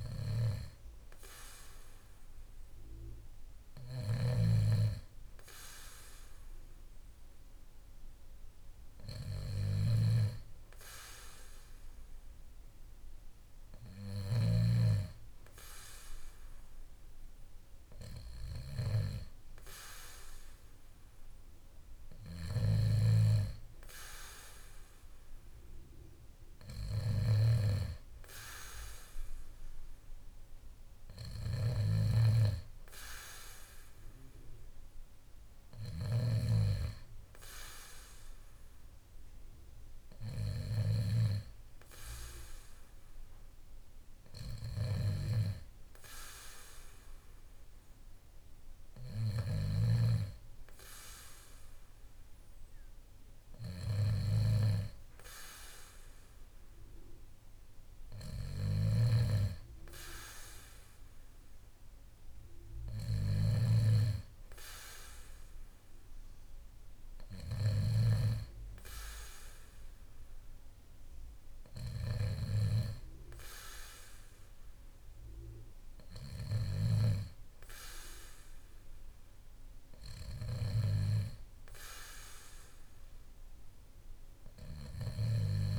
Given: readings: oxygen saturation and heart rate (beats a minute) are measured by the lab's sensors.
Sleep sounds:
breathing in sleep by a room microphone; none
14.00-36.00 s: snoring (device-marked)
44.50-49.50 s: snoring (device-marked)
58.00-67.50 s: snoring (device-marked)
From the record:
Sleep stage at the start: N2 (light sleep); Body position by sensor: on the back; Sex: male

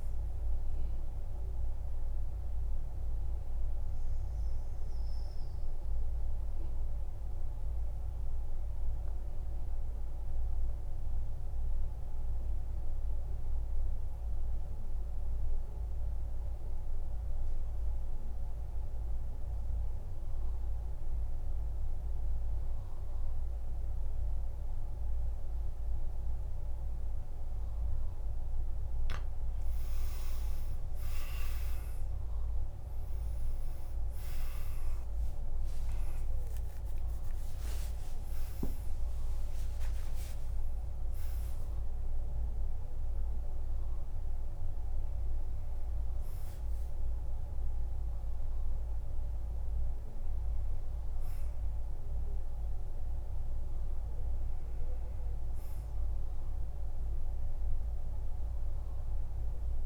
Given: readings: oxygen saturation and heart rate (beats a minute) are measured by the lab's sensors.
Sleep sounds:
breathing in sleep, hard to hear, by a room microphone; 1
0.00-2.50 s: oxygen desaturation (device-marked, oxygen 92% lowest, heart rate 49 extreme)
2.00-29.00 s: mixed apnea (oxygen 98% before, 89% lowest, heart rate 80 before, 49 extreme, up 19 after)
4.50-18.50 s: oxygen desaturation (device-marked, oxygen 96% before, 91% lowest, heart rate 80 before, 51 extreme)
33.50-40.00 s: arousal
33.50-59.50 s: oxygen desaturation (device-marked, oxygen 100% before, 89% lowest, heart rate 54 before, 52 extreme)
40.00-42.00 s: long interval between heartbeats (device-marked, heart rate 59 before, 79 extreme)
From the record:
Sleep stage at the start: N2 (light sleep); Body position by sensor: on the back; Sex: male

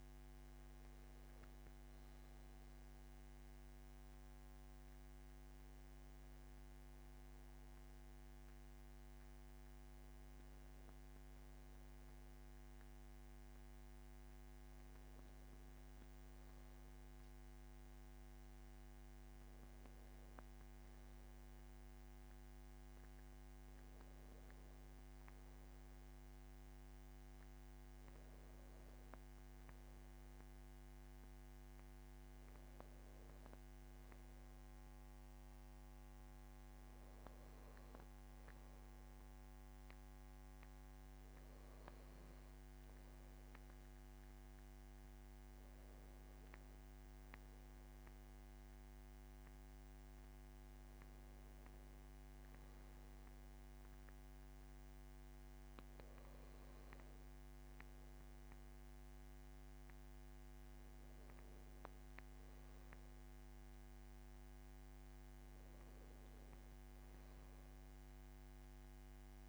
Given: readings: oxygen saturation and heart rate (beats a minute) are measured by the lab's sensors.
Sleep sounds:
a person partly awake in a sleep study, hard to hear, by a microphone on the trachea; none
22.00-52.00 s: new sleep stage, N1 (lightest sleep)
52.00-69.49 s: new sleep stage, N2 (light sleep)
From the record:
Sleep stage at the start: awake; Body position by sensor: on the back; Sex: male

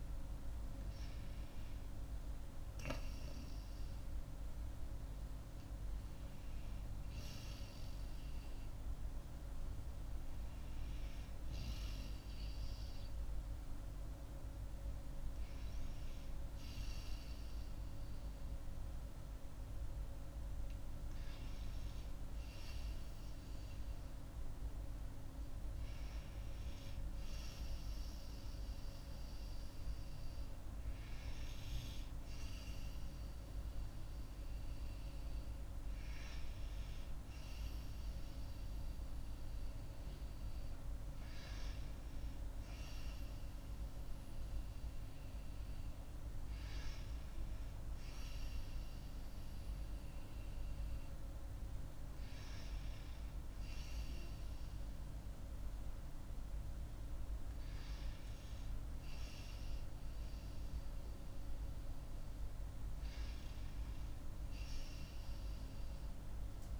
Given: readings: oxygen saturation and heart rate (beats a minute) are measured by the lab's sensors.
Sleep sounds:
breathing in sleep, hard to hear, by a room microphone; none
none scored
From the record:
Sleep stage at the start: N2 (light sleep); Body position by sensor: on the right side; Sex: female

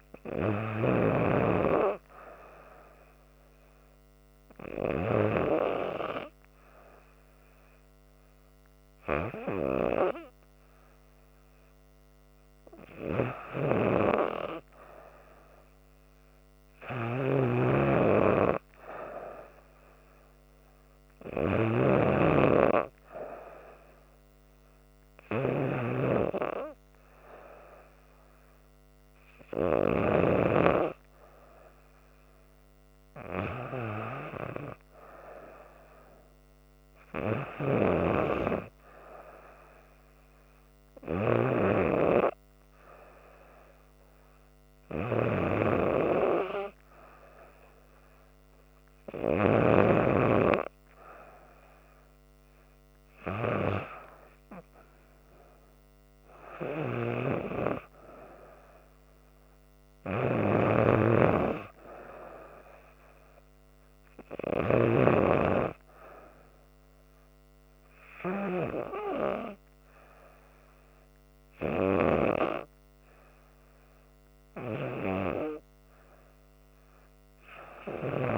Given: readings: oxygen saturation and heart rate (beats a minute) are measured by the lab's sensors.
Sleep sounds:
breathing in sleep by a microphone on the trachea; none
0.00-1.00 s: snoring (device-marked)
17.00-30.00 s: snoring (device-marked)
37.50-41.50 s: snoring (device-marked)
60.50-65.00 s: snoring (device-marked)
From the record:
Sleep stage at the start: REM sleep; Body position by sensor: on the back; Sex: female

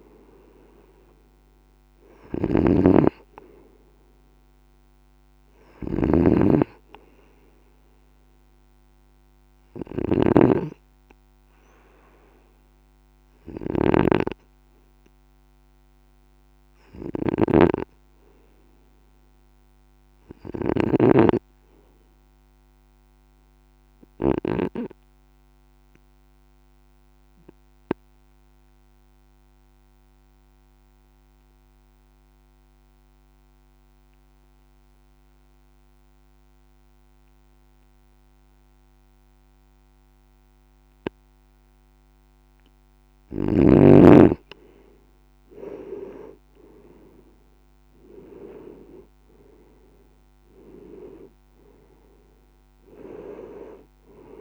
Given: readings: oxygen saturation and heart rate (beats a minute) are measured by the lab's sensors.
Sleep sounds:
breathing in sleep by a microphone on the trachea; 1
0.00-24.50 s: snoring (device-marked)
1.00-16.00 s: oxygen desaturation (device-marked, oxygen 95% before, 92% lowest, heart rate 60 before, 54 extreme)
17.50-21.00 s: arousal
25.00-43.50 s: obstructive apnea (oxygen 97% before, 91% lowest, heart rate 56 before, 54 extreme, up 8 after)
39.00-54.41 s: oxygen desaturation (device-marked, oxygen 97% before, 91% lowest, heart rate 55 before, 53 extreme)
47.00-51.00 s: arousal
From the record:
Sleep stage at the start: N2 (light sleep); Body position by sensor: on the right side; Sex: male

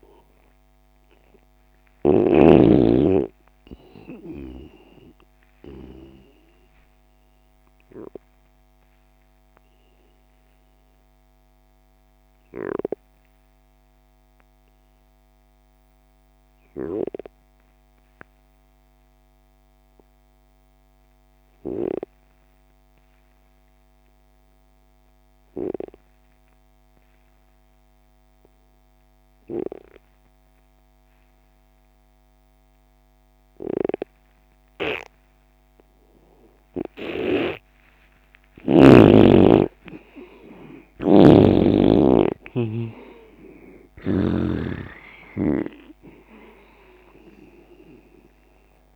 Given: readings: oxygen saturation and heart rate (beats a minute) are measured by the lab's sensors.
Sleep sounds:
breathing in sleep by a microphone on the trachea; 1
0.00-2.00 s: snoring (device-marked)
5.00-36.50 s: obstructive apnea (oxygen 95% before, 83% lowest)
29.50-48.96 s: oxygen desaturation (device-marked, oxygen 98% before, 83% lowest)
38.50-42.00 s: arousal
40.50-44.00 s: snoring (device-marked)
From the record:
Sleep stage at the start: N2 (light sleep); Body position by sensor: on the left side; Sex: male

